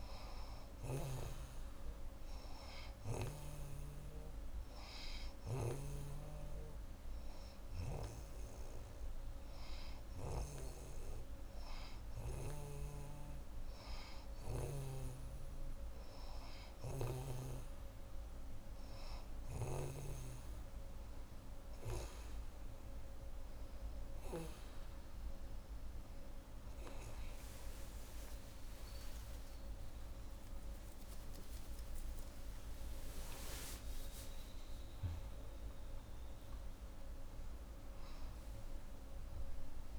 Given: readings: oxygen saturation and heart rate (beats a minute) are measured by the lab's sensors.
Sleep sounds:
a person partly awake in a sleep study, by a room microphone; 1
2.00-13.50 s: hypopnea (oxygen 90% before, 88% lowest)
25.50-39.99 s: new sleep stage, awake
From the record:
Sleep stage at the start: N2 (light sleep); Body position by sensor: on the back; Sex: female

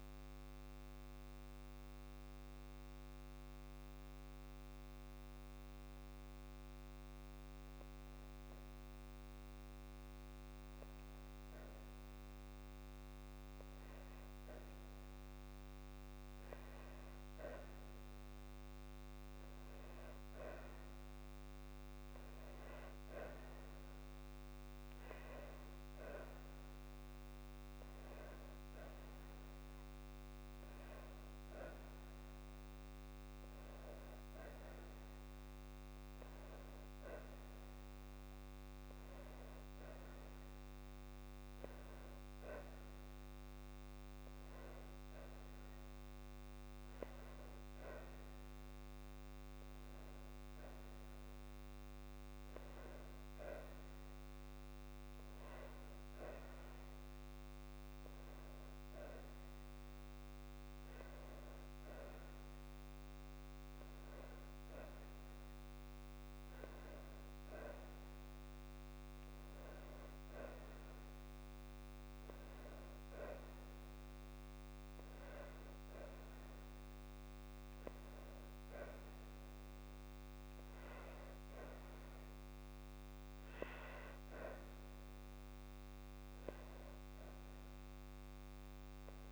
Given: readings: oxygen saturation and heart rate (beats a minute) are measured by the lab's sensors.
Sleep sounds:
breathing in sleep by a microphone on the trachea; none
none scored
From the record:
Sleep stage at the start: N2 (light sleep); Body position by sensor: on the back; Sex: female

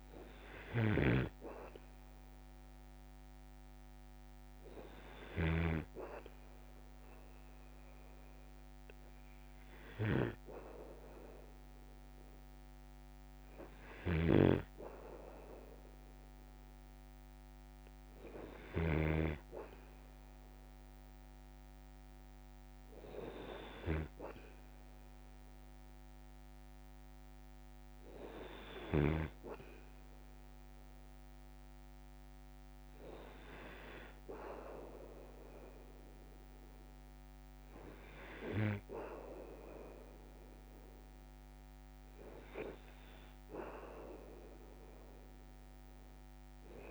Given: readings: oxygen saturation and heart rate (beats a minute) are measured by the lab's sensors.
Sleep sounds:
breathing in sleep by a microphone on the trachea; none
0.00-5.50 s: snoring (device-marked)
14.00-19.00 s: snoring (device-marked)
From the record:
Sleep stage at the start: N2 (light sleep); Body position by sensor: on the back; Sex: male

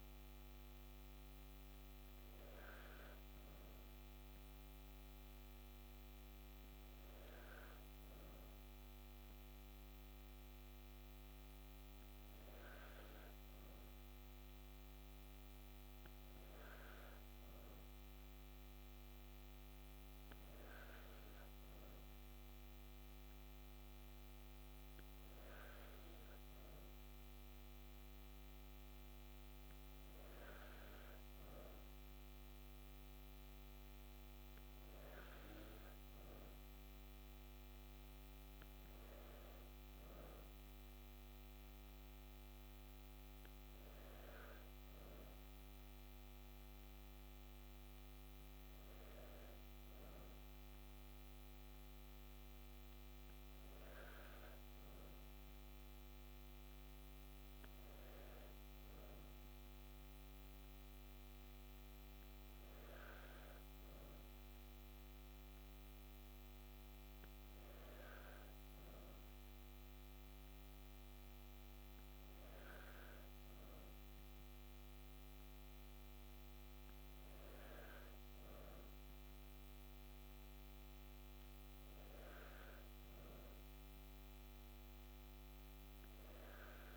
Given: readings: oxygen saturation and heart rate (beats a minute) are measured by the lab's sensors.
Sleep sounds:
breathing in sleep, hard to hear, by a microphone on the trachea; none
44.00-86.97 s: new sleep stage, N3 (deep sleep)
From the record:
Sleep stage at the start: N2 (light sleep); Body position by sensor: on the back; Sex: female

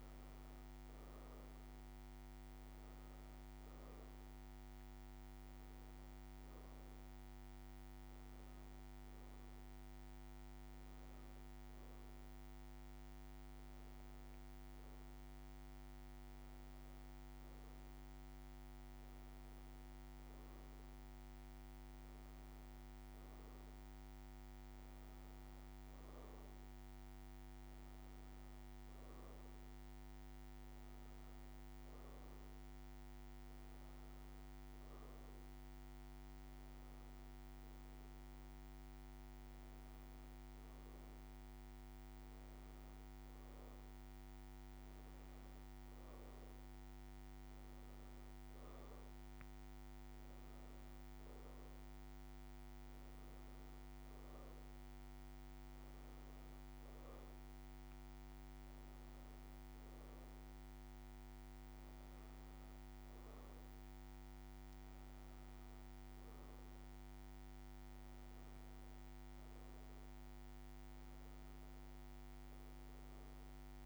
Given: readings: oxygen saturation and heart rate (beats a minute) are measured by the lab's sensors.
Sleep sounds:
breathing in sleep, hard to hear, by a microphone on the trachea; 2
2.00-13.50 s: hypopnea (oxygen 95% before, 89% lowest, heart rate 68 before, 68 extreme, up 10 after)
6.00-19.00 s: oxygen desaturation (device-marked, oxygen 95% before, 89% lowest, heart rate 68 before, 68 extreme)
21.00-25.50 s: arousal
45.00-61.00 s: hypopnea (oxygen 93% before, 90% lowest, heart rate 69 before, 67 extreme, up 11 after)
63.50-68.50 s: arousal
From the record:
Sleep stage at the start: N2 (light sleep); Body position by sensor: on the back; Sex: female

